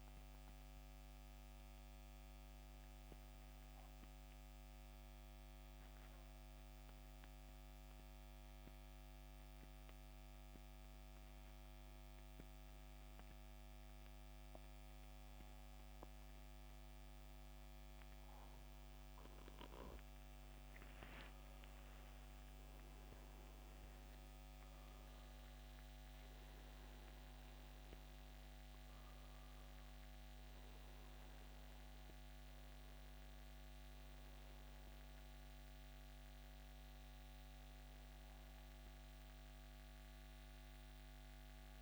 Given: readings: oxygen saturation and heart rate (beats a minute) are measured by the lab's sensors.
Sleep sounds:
breathing in sleep, hard to hear, by a microphone on the trachea; 1
0.00-8.50 s: oxygen desaturation (device-marked, oxygen 86% lowest, heart rate 64 extreme)
2.00-17.00 s: central apnea (oxygen 94% before, 86% lowest, heart rate 76 before, 64 extreme, up 9 after)
20.50-25.00 s: arousal
28.50-41.82 s: oxygen desaturation (device-marked, oxygen 95% before, 87% lowest, heart rate 68 before, 63 extreme)
From the record:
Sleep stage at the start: N2 (light sleep); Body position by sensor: on the back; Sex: male

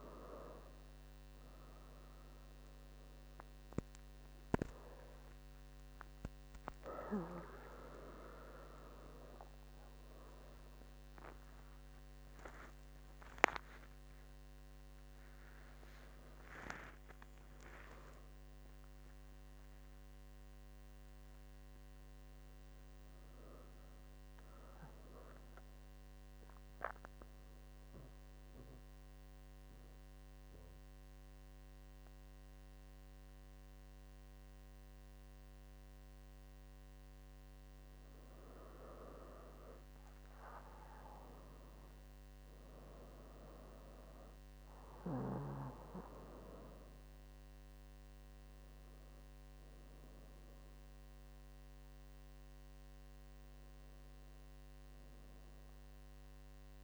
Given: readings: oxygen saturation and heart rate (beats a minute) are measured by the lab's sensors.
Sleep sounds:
a person partly awake in a sleep study, by a microphone on the trachea; 1
21.50-56.84 s: new sleep stage, N1 (lightest sleep)
26.50-37.50 s: mixed apnea (oxygen 98% before, 96% lowest, heart rate 117 before, 70 extreme, up 8 after)
39.50-44.00 s: arousal
From the record:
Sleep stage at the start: awake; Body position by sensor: on the back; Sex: female

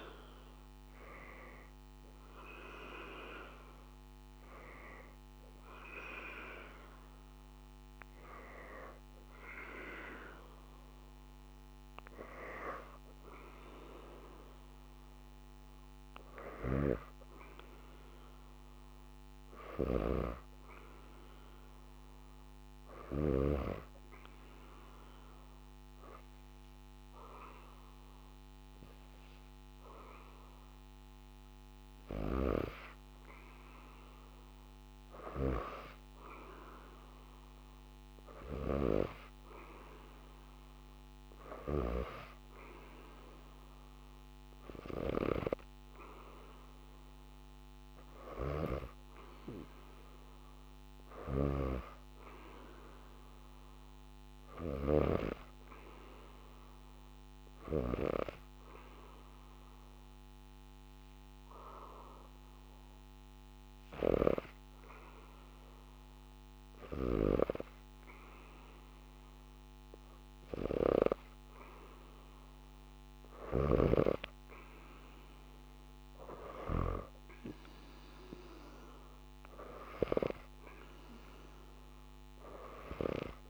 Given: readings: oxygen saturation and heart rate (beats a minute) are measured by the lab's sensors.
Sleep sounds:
breathing in sleep by a microphone on the trachea; 2
2.00-11.00 s: oxygen desaturation (device-marked, oxygen 97% before, 90% lowest, heart rate 80 before, 79 extreme)
13.50-16.50 s: arousal
20.00-31.00 s: hypopnea (oxygen 100% before, 93% lowest, heart rate 89 before, 78 extreme, up 1 after)
32.00-36.00 s: arousal
39.00-51.00 s: oxygen desaturation (device-marked, oxygen 99% before, 94% lowest, heart rate 81 before, 76 extreme)
50.50-57.50 s: snoring (device-marked)
56.00-70.50 s: hypopnea (oxygen 99% before, 93% lowest, heart rate 80 before, 76 extreme, up 2 after)
73.50-77.00 s: arousal
80.00-83.49 s: oxygen desaturation (device-marked, oxygen 96% before, 93% lowest, heart rate 77 before, 76 extreme)
From the record:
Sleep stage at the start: N2 (light sleep); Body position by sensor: on the back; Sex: female

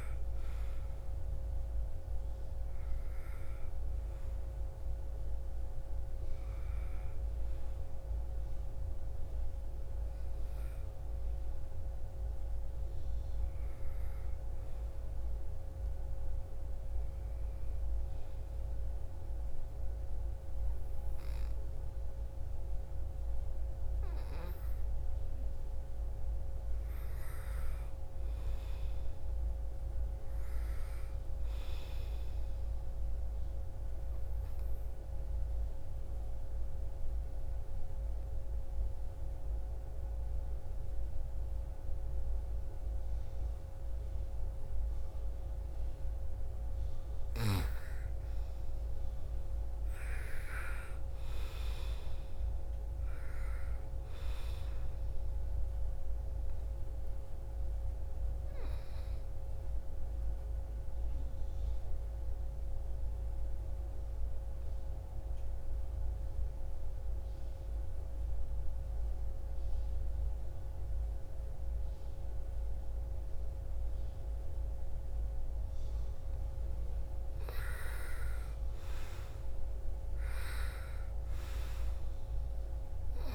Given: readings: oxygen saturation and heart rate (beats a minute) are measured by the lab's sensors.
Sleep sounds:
breathing in sleep, hard to hear, by a room microphone; 2
0.00-17.00 s: oxygen desaturation (device-marked, oxygen 92% lowest, heart rate 58 extreme)
13.00-83.35 s: new sleep stage, N2 (light sleep)
25.50-30.50 s: arousal
33.50-45.00 s: obstructive apnea (oxygen 95% before, 86% lowest, heart rate 62 before, 55 extreme, up 8 after)
35.00-42.00 s: oxygen desaturation (device-marked, oxygen 94% before, 91% lowest, heart rate 63 before, 55 extreme)
46.50-51.00 s: arousal
53.00-68.00 s: oxygen desaturation (device-marked, oxygen 97% before, 89% lowest, heart rate 60 before, 55 extreme)
59.00-75.50 s: obstructive apnea (oxygen 97% before, 86% lowest, heart rate 62 before, 55 extreme, up 13 after)
76.50-80.50 s: arousal
77.00-83.35 s: oxygen desaturation (device-marked, oxygen 98% before, 86% lowest, heart rate 59 before, 39 extreme)
From the record:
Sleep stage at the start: N1 (lightest sleep); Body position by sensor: on the right side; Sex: female

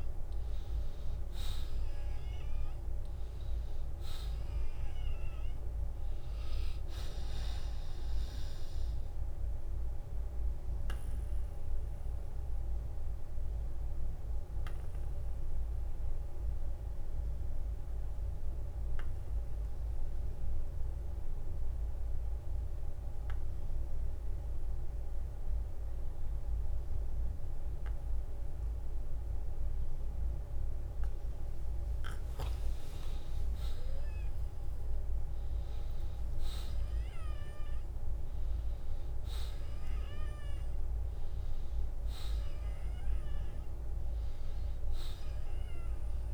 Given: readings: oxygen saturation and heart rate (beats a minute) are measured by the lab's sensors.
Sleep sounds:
breathing in sleep, hard to hear, by a room microphone; 1
9.50-30.50 s: obstructive apnea (oxygen 95% before, 86% lowest, heart rate 60 before, 43 extreme, up 16 after)
18.00-20.00 s: long interval between heartbeats (device-marked, heart rate 58 before, 60 extreme)
20.50-32.50 s: oxygen desaturation (device-marked, oxygen 91% before, 86% lowest, heart rate 58 before, 45 extreme)
29.50-31.50 s: long interval between heartbeats (device-marked, heart rate 52 before, 48 extreme)
32.50-36.50 s: arousal
44.00-46.00 s: long interval between heartbeats (device-marked, heart rate 52 before, 60 extreme)
From the record:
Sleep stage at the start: N2 (light sleep); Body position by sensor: on the back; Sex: male

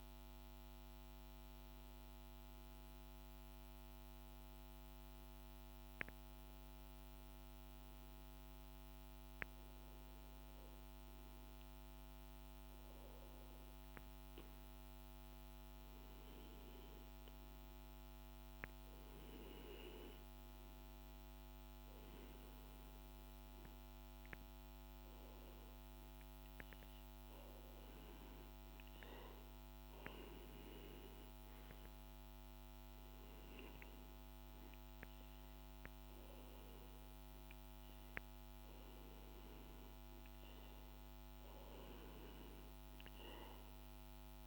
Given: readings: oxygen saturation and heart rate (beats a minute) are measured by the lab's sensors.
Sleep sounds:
breathing in sleep, hard to hear, by a microphone on the trachea; none
22.00-44.47 s: oxygen desaturation (device-marked, oxygen 99% before, 95% lowest)
From the record:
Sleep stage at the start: REM sleep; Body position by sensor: on the back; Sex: male

